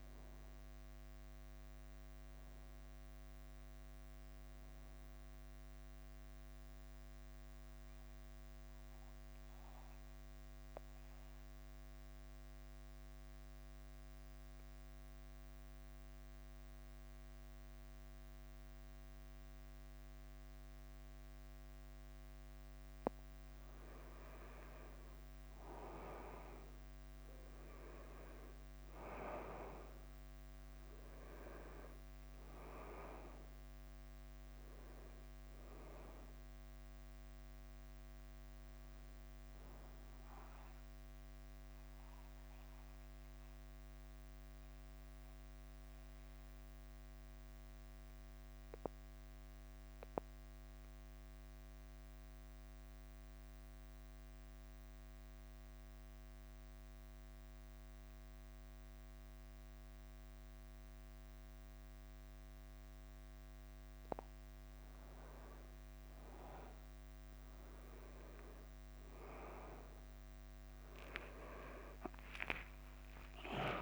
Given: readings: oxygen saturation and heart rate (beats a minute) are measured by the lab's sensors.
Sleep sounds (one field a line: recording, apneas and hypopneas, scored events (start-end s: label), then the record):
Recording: breathing in sleep by a microphone on the trachea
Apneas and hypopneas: 2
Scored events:
0.00-3.00 s: arousal
0.00-73.82 s: bradycardia (device-marked, heart rate 48 extreme)
6.50-22.50 s: mixed apnea (oxygen 98% before, 94% lowest, heart rate 53 before, 49 extreme, up 5 after)
26.50-31.50 s: arousal
27.50-60.50 s: oxygen desaturation (device-marked, oxygen 100% before, 94% lowest, heart rate 50 before, 48 extreme)
42.00-64.00 s: mixed apnea (oxygen 100% before, 94% lowest, heart rate 53 before, 48 extreme, up 4 after)
70.50-73.82 s: arousal
From the record:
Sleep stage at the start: N2 (light sleep)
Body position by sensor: on the back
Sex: male